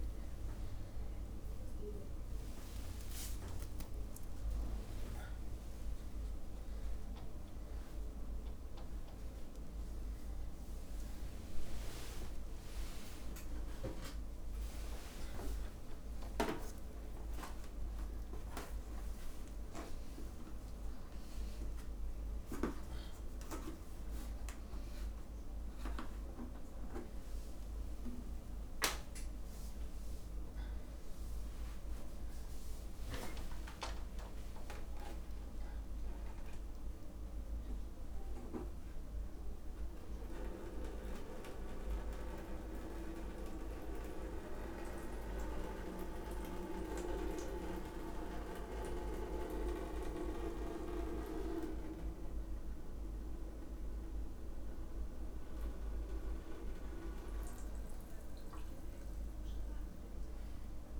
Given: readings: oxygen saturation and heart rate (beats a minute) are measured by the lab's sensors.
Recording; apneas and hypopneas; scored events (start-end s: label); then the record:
a person awake in a sleep study, by a room microphone; none
0.00-2.00 s: long interval between heartbeats (device-marked, heart rate 121 before, 48 extreme)
5.00-7.00 s: long interval between heartbeats (device-marked, heart rate 104 before, 65 extreme)
10.50-24.50 s: oxygen desaturation (device-marked, oxygen 100% before, 97% lowest, heart rate 82 before, 37 extreme)
11.00-13.00 s: long interval between heartbeats (device-marked)
15.50-21.50 s: drop in pulse transit time (device-marked, heart rate 55 before, 32 extreme)
16.50-18.50 s: long interval between heartbeats (device-marked, heart rate 52 before, 65 extreme)
21.50-23.50 s: long interval between heartbeats (device-marked, heart rate 51 before, 79 extreme)
29.00-31.00 s: long interval between heartbeats (device-marked, heart rate 48 before, 50 extreme)
32.00-34.00 s: long interval between heartbeats (device-marked, heart rate 49 before, 74 extreme)
34.50-44.50 s: drop in pulse transit time (device-marked, heart rate 58 before, 47 extreme)
35.00-37.00 s: long interval between heartbeats (device-marked, heart rate 58 before, 94 extreme)
40.00-42.00 s: long interval between heartbeats (device-marked, heart rate 69 before, 76 extreme)
46.00-48.00 s: long interval between heartbeats (device-marked, heart rate 68 before, 38 extreme)
52.50-54.50 s: long interval between heartbeats (device-marked)
59.50-61.00 s: long interval between heartbeats (device-marked)
From the record:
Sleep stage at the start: awake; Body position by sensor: upright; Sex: male